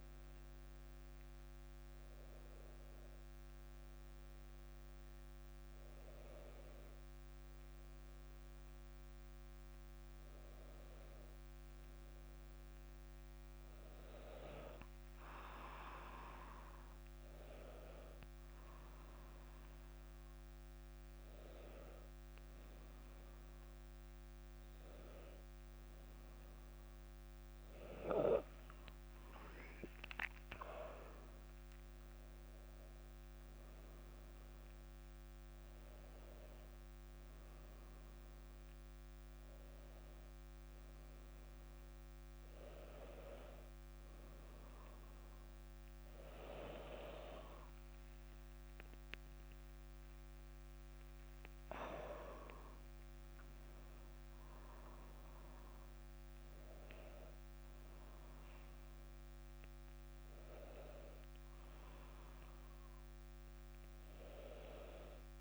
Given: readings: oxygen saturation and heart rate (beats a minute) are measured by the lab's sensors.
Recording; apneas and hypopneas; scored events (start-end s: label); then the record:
breathing in sleep by a microphone on the trachea; none
29.50-33.00 s: arousal
47.50-58.50 s: drop in pulse transit time (device-marked, heart rate 62 before, 61 extreme)
52.00-56.00 s: arousal
From the record:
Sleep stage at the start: N2 (light sleep); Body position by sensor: on the back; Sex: female